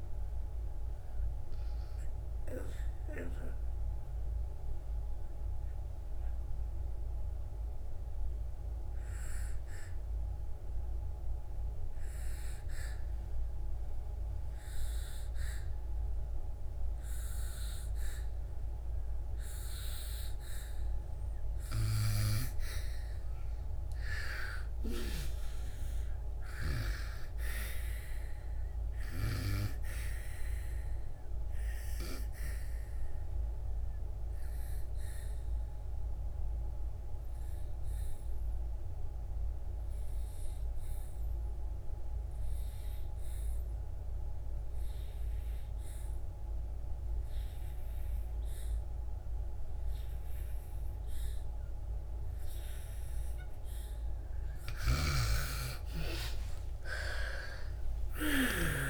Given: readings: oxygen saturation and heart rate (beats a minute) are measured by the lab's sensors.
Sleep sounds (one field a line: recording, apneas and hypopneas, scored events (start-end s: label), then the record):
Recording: breathing in sleep by a room microphone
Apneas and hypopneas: 2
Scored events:
0.00-14.00 s: oxygen desaturation (device-marked, oxygen 82% lowest, heart rate 62 extreme)
3.00-21.00 s: obstructive apnea (oxygen 99% before, 80% lowest, heart rate 94 before, 61 extreme, up 9 after)
23.00-27.00 s: arousal
24.00-44.00 s: oxygen desaturation (device-marked, oxygen 99% before, 90% lowest, heart rate 65 before, 61 extreme)
33.00-54.00 s: obstructive apnea (oxygen 99% before, 80% lowest, heart rate 69 before, 60 extreme, up 13 after)
46.00-58.90 s: oxygen desaturation (device-marked, oxygen 97% before, 80% lowest, heart rate 69 before, 60 extreme)
54.50-58.50 s: snoring (device-marked)
55.50-58.90 s: arousal
From the record:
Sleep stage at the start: N2 (light sleep)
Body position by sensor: on the back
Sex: female